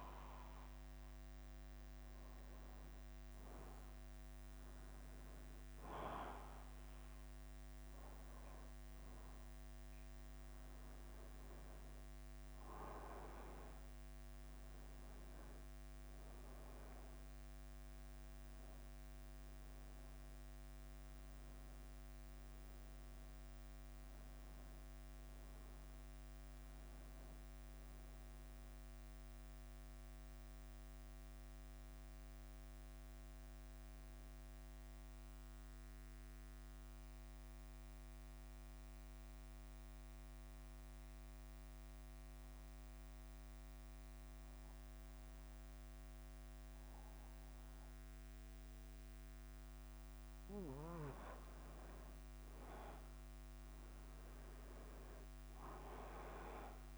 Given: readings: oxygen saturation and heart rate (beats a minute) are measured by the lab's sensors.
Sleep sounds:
breathing in sleep by a microphone on the trachea; 1
0.00-56.98 s: bradycardia (device-marked, heart rate 46 extreme)
3.50-26.50 s: oxygen desaturation (device-marked, oxygen 97% before, 93% lowest, heart rate 51 before, 53 extreme)
27.00-31.50 s: arousal
36.00-51.00 s: obstructive apnea (oxygen 96% before, 90% lowest, heart rate 56 before, 47 extreme, up 4 after)
54.50-56.98 s: arousal
From the record:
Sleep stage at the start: N2 (light sleep); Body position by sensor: on the back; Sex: male

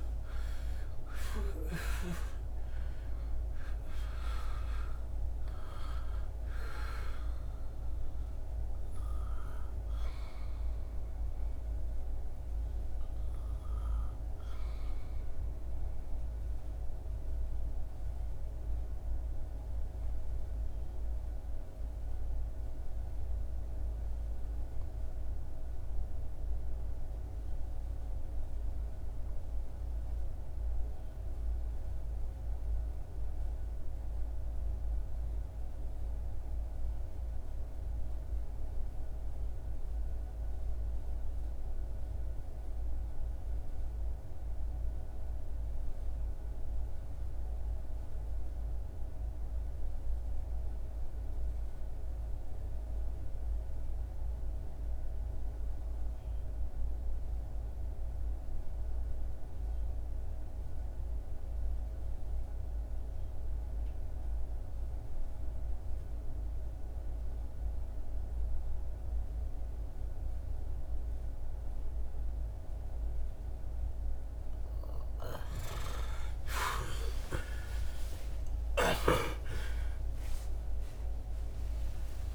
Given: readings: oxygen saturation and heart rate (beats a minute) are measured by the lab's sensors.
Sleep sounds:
breathing in sleep by a room microphone; 1
0.00-2.50 s: arousal
1.00-24.00 s: oxygen desaturation (device-marked, oxygen 98% before, 90% lowest, heart rate 82 before, 68 extreme)
15.00-74.00 s: obstructive apnea (oxygen 99% before, 66% lowest, heart rate 82 before, 62 extreme)
37.00-82.00 s: oxygen desaturation (device-marked, oxygen 99% before, 75% lowest, heart rate 82 before, 62 extreme)
74.00-82.35 s: new sleep stage, N2 (light sleep)
From the record:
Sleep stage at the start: REM sleep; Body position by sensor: on the back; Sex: male

